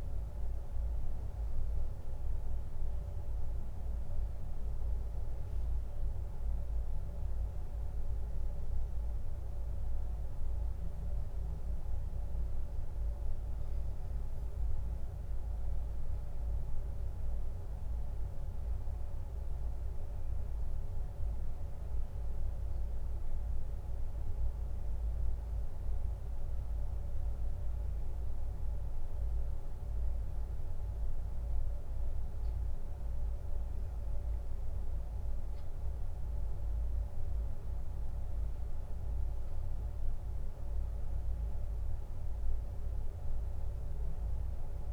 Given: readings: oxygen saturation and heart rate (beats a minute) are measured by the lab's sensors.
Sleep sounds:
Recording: breathing in sleep, hard to hear, by a room microphone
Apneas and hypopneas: none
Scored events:
none scored
From the record:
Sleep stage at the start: N2 (light sleep)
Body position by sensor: on the back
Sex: male

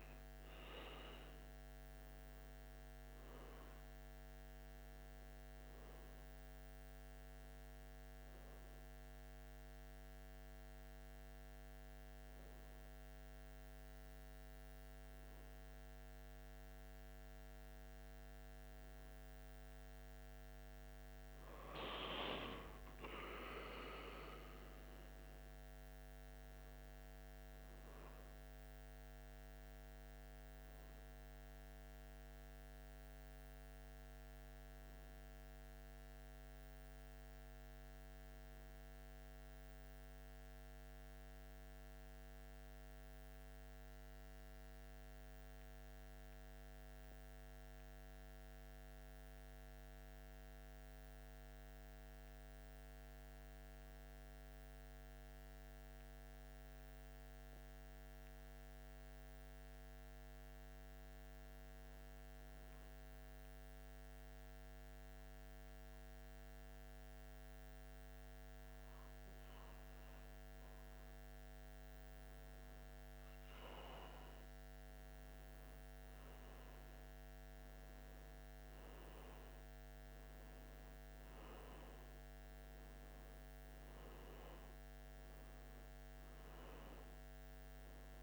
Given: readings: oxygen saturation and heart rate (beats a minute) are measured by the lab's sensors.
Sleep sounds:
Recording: breathing in sleep, hard to hear, by a microphone on the trachea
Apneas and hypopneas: 2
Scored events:
4.50-8.00 s: arousal
9.50-20.50 s: obstructive apnea (oxygen 96% before, 88% lowest, heart rate 83 before, 81 extreme, up 0 after)
22.00-25.50 s: arousal
23.50-55.50 s: oxygen desaturation (device-marked, oxygen 96% before, 88% lowest, heart rate 82 before, 77 extreme)
39.50-69.50 s: mixed apnea (oxygen 96% before, 88% lowest, heart rate 81 before, 77 extreme, up 3 after)
72.00-76.00 s: arousal
From the record:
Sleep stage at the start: N1 (lightest sleep)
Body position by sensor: on the back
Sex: male

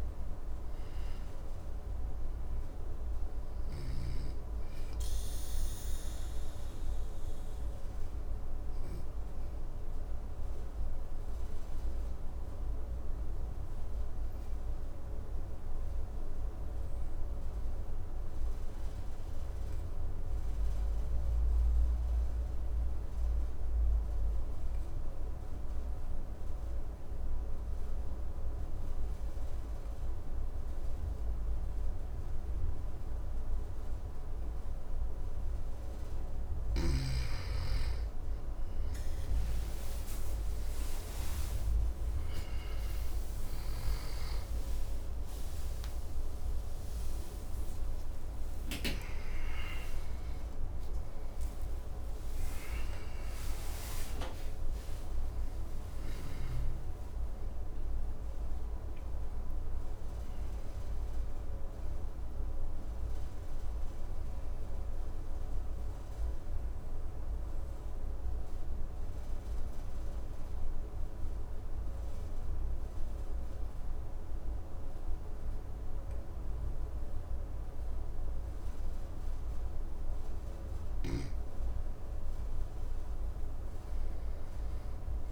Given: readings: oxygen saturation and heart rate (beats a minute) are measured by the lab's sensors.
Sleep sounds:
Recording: breathing in sleep, hard to hear, by a room microphone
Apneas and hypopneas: 2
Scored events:
0.00-18.00 s: oxygen desaturation (device-marked, oxygen 89% lowest, heart rate 52 extreme)
3.00-33.50 s: obstructive apnea (oxygen 99% before, 89% lowest, heart rate 59 before, 52 extreme, up 9 after)
34.00-66.00 s: oxygen desaturation (device-marked, oxygen 99% before, 91% lowest, heart rate 53 before, 53 extreme)
42.00-72.00 s: new sleep stage, N1 (lightest sleep)
42.50-49.00 s: arousal
64.50-80.50 s: obstructive apnea (oxygen 97% before, 93% lowest, heart rate 78 before, 52 extreme, up 7 after)
72.00-85.32 s: new sleep stage, N2 (light sleep)
83.50-85.32 s: arousal
84.00-85.32 s: oxygen desaturation (device-marked, oxygen 100% before, 94% lowest, heart rate 57 before, 51 extreme)
From the record:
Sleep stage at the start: N2 (light sleep)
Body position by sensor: on the back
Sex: male

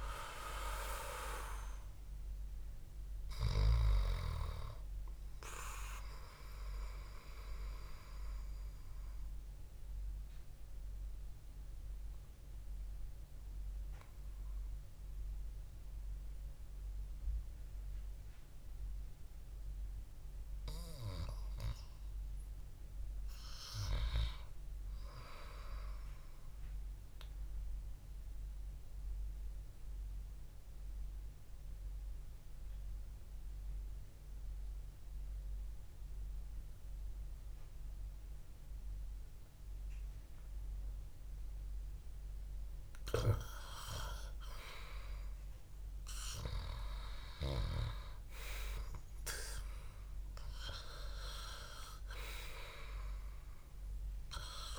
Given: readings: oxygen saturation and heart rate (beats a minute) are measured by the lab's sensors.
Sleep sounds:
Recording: breathing in sleep by a room microphone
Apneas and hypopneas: 2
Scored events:
6.00-27.00 s: oxygen desaturation (device-marked, oxygen 96% before, 91% lowest, heart rate 64 before, 54 extreme)
8.00-19.50 s: mixed apnea (oxygen 99% before, 90% lowest, heart rate 65 before, 62 extreme, up 5 after)
21.00-24.50 s: arousal
30.00-43.50 s: obstructive apnea (oxygen 99% before, 90% lowest, heart rate 65 before, 54 extreme, up 0 after)
47.00-51.50 s: arousal
From the record:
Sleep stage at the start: REM sleep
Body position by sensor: on the back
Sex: male

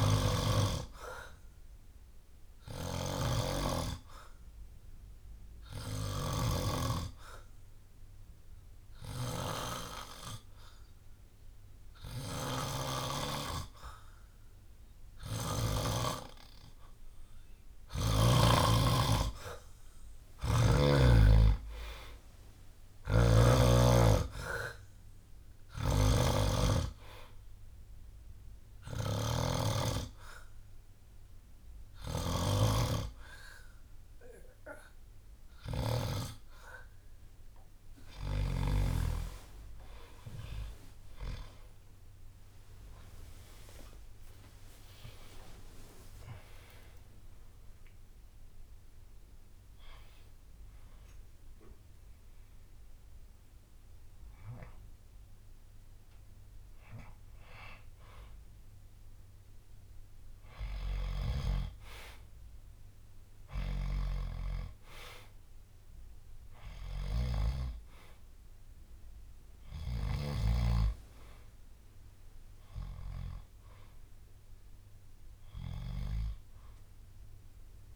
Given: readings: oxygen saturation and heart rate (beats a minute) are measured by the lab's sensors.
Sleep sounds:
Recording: breathing in sleep by a room microphone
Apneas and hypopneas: 2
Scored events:
0.00-6.50 s: snoring (device-marked)
2.00-16.00 s: obstructive apnea (oxygen 96% before, 92% lowest, heart rate 64 before, 60 extreme, up 5 after)
18.00-21.50 s: arousal
22.50-36.00 s: snoring (device-marked)
24.50-45.50 s: oxygen desaturation (device-marked, oxygen 96% before, 92% lowest, heart rate 64 before, 60 extreme)
26.00-37.00 s: hypopnea (oxygen 97% before, 92% lowest, heart rate 64 before, 60 extreme, up 32 after)
41.00-45.00 s: arousal
42.50-56.50 s: drop in pulse transit time (device-marked, heart rate 66 before, 67 extreme)
43.50-45.50 s: long interval between heartbeats (device-marked, heart rate 66 before, 90 extreme)
76.50-77.96 s: bradycardia (device-marked, heart rate 65 before, 57 extreme)
From the record:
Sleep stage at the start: N2 (light sleep)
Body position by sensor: on the back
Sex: male

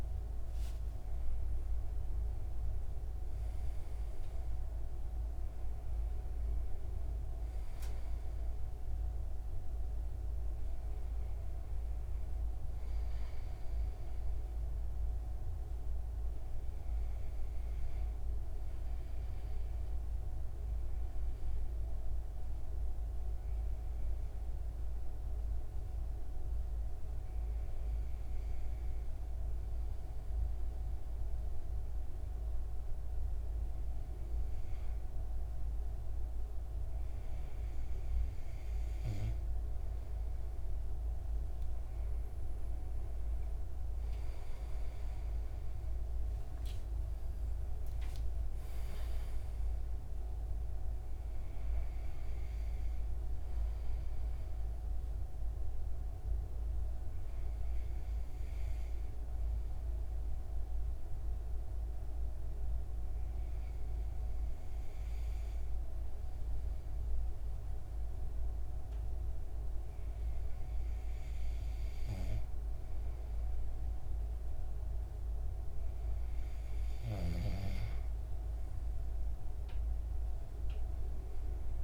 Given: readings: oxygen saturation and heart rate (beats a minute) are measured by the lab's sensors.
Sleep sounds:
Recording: breathing in sleep, hard to hear, by a room microphone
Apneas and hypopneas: 2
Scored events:
0.50-4.50 s: arousal
18.50-34.00 s: obstructive apnea (oxygen 96% before, 93% lowest)
38.00-60.00 s: oxygen desaturation (device-marked, oxygen 96% before, 93% lowest, heart rate 47 before, 27 extreme)
45.50-49.50 s: arousal
54.00-71.50 s: obstructive apnea (oxygen 96% before, 94% lowest, heart rate 59 before, 30 extreme, up 10 after)
75.00-79.00 s: arousal
From the record:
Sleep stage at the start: N2 (light sleep)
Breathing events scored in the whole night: 264 in 7.4 hours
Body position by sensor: on the back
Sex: male

